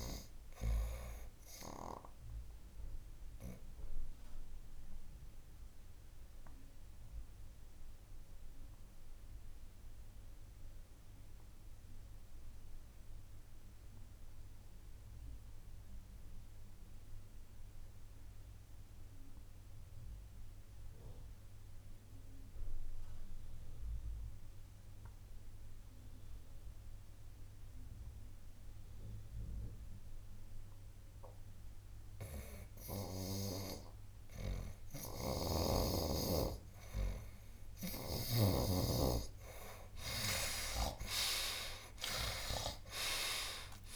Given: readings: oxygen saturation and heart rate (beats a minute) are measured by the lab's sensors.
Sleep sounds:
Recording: breathing in sleep by a room microphone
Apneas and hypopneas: 1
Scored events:
0.00-27.50 s: oxygen desaturation (device-marked, oxygen 77% lowest, heart rate 58 extreme)
3.00-35.50 s: obstructive apnea (oxygen 97% before, 74% lowest, heart rate 63 before, 58 extreme, up 11 after)
34.50-43.96 s: oxygen desaturation (device-marked, oxygen 97% before, 74% lowest, heart rate 59 before, 56 extreme)
35.00-38.50 s: snoring (device-marked)
41.00-43.96 s: arousal
From the record:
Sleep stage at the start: N2 (light sleep)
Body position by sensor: on the right side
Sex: male

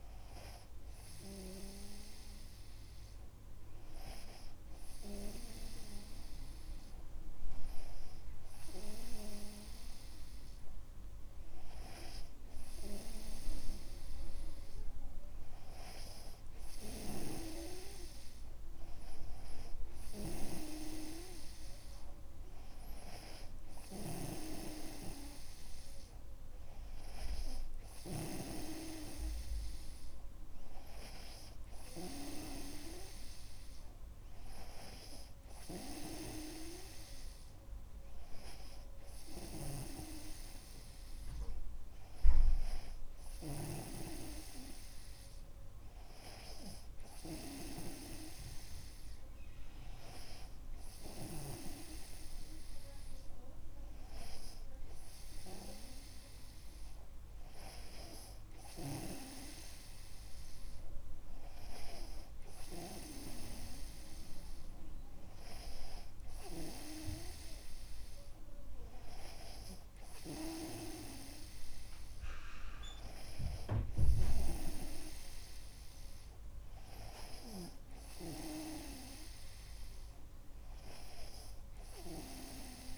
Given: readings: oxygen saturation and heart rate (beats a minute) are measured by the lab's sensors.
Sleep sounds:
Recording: breathing in sleep by a room microphone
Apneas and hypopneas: none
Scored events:
24.50-29.00 s: snoring (device-marked)
40.00-44.50 s: snoring (device-marked)
From the record:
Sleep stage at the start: N2 (light sleep)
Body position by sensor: on the right side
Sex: male

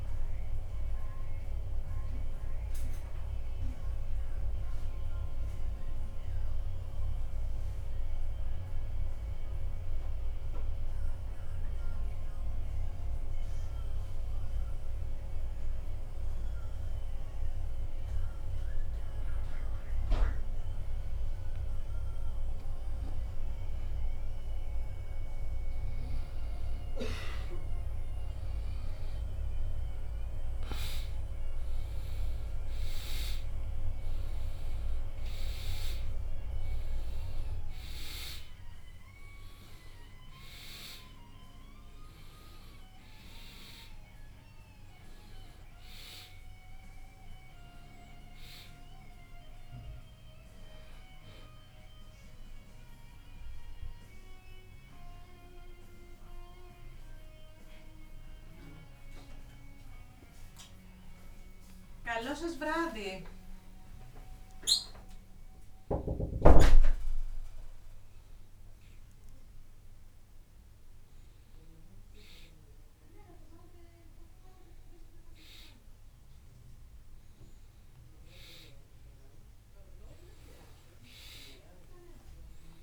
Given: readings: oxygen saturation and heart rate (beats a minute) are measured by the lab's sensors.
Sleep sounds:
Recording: a person partly awake in a sleep study, by a room microphone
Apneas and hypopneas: 1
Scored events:
30.00-82.83 s: new sleep stage, N1 (lightest sleep)
39.00-69.00 s: oxygen desaturation (device-marked, oxygen 97% before, 87% lowest, heart rate 60 before, 60 extreme)
51.50-63.50 s: obstructive apnea (oxygen 98% before, 87% lowest, heart rate 60 before, 60 extreme, up 0 after)
64.50-70.00 s: arousal
From the record:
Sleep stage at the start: awake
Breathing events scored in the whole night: 189 in 3.6 hours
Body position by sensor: on the back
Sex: male

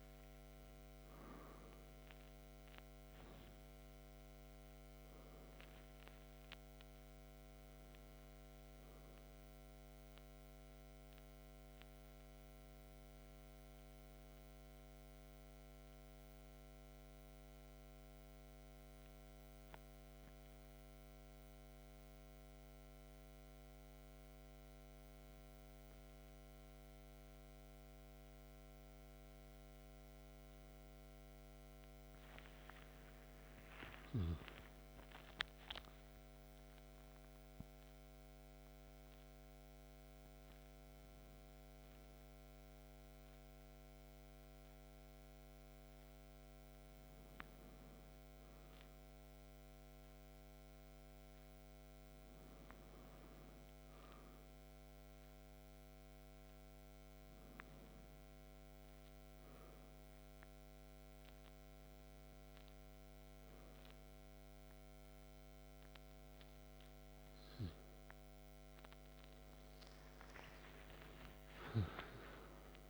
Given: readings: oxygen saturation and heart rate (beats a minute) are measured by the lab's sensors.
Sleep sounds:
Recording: breathing in sleep, hard to hear, by a microphone on the trachea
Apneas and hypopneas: 2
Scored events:
0.00-10.50 s: oxygen desaturation (device-marked, oxygen 94% lowest, heart rate 43 extreme)
12.50-27.00 s: hypopnea (oxygen 98% before, 96% lowest, heart rate 57 before, 43 extreme, up 10 after)
31.50-35.50 s: arousal
41.50-56.00 s: hypopnea (oxygen 98% before, 95% lowest, heart rate 50 before, 43 extreme, up 7 after)
68.00-72.50 s: arousal
From the record:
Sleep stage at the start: N2 (light sleep)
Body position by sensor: on the back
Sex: male

